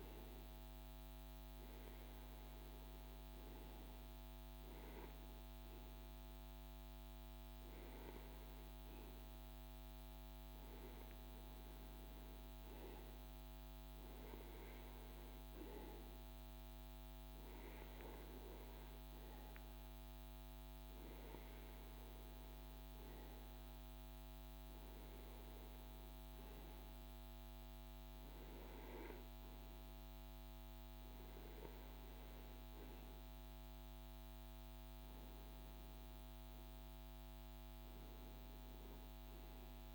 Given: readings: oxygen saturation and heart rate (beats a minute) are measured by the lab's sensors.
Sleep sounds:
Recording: a person partly awake in a sleep study, hard to hear, by a microphone on the trachea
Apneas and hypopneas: none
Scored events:
29.00-39.95 s: new sleep stage, awake
From the record:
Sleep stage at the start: REM sleep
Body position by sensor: on the right side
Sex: male

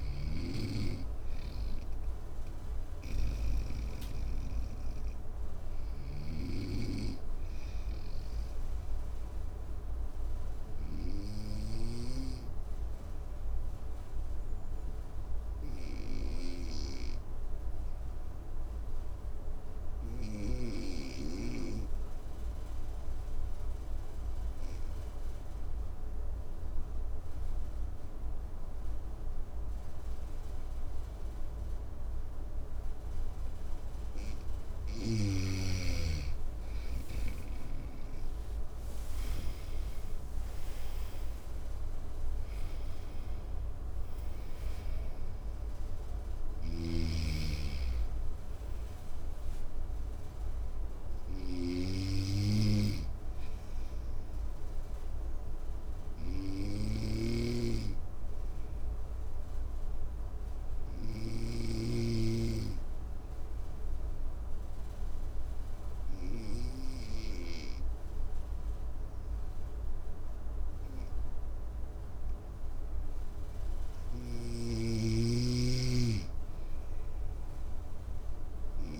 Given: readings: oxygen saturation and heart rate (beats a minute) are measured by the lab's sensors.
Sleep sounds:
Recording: breathing in sleep by a room microphone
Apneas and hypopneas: 2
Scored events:
0.00-6.00 s: snoring (device-marked)
0.00-14.50 s: oxygen desaturation (device-marked, oxygen 92% lowest, heart rate 55 extreme)
9.50-32.50 s: obstructive apnea (oxygen 97% before, 92% lowest, heart rate 61 before, 55 extreme, up 11 after)
34.50-39.00 s: snoring (device-marked)
36.00-42.00 s: arousal
46.00-61.50 s: snoring (device-marked)
53.50-70.50 s: obstructive apnea (oxygen 98% before, 92% lowest, heart rate 64 before, 53 extreme, up 4 after)
72.50-75.50 s: arousal
74.00-78.99 s: snoring (device-marked)
From the record:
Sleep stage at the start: N2 (light sleep)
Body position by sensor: on the right side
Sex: male

